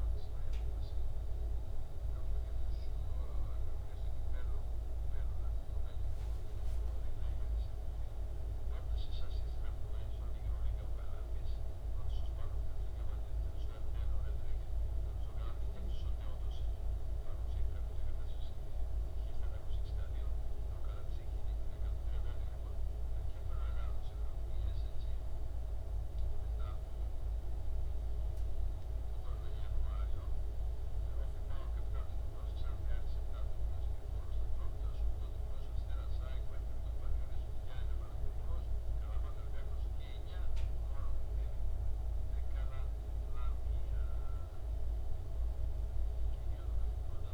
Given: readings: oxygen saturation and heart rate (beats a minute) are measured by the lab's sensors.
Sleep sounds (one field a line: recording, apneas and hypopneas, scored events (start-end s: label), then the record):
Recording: breathing in sleep, hard to hear, by a room microphone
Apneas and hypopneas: none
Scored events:
23.00-47.34 s: new sleep stage, N2 (light sleep)
From the record:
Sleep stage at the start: N1 (lightest sleep)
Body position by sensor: on the back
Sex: male